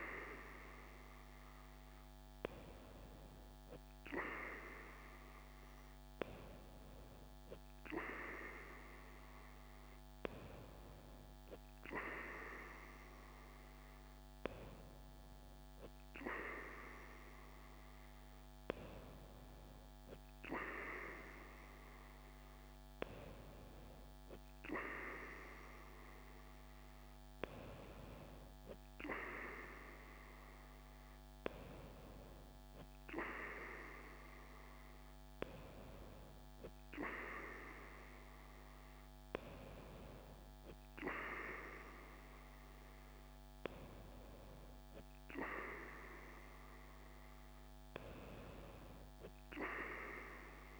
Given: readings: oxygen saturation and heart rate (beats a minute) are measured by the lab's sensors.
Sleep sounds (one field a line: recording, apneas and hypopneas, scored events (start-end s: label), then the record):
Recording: breathing in sleep by a microphone on the trachea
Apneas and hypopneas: none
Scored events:
none scored
From the record:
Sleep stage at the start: N2 (light sleep)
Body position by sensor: on the right side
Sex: female